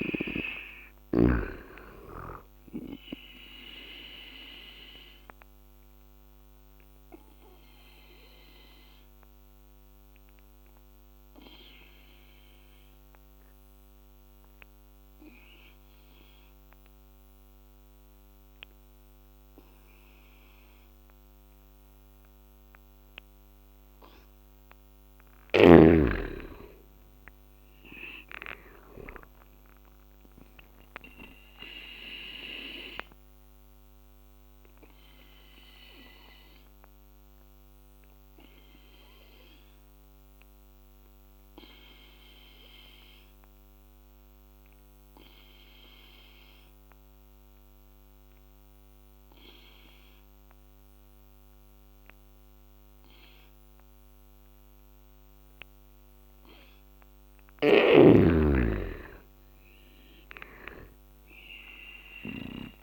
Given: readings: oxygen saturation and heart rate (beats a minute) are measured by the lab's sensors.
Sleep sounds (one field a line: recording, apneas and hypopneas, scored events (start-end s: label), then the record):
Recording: breathing in sleep by a microphone on the trachea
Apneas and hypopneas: 2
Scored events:
0.00-1.50 s: arousal
5.50-24.00 s: obstructive apnea (oxygen 98% before, 84% lowest, heart rate 75 before, 71 extreme, up 10 after)
25.50-28.50 s: arousal
29.00-53.00 s: oxygen desaturation (device-marked, oxygen 98% before, 90% lowest, heart rate 75 before, 68 extreme)
32.50-55.00 s: obstructive apnea (oxygen 98% before, 84% lowest, heart rate 75 before, 68 extreme, up 11 after)
57.00-62.83 s: snoring (device-marked)
59.00-62.50 s: arousal
From the record:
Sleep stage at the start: N2 (light sleep)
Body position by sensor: on the back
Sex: male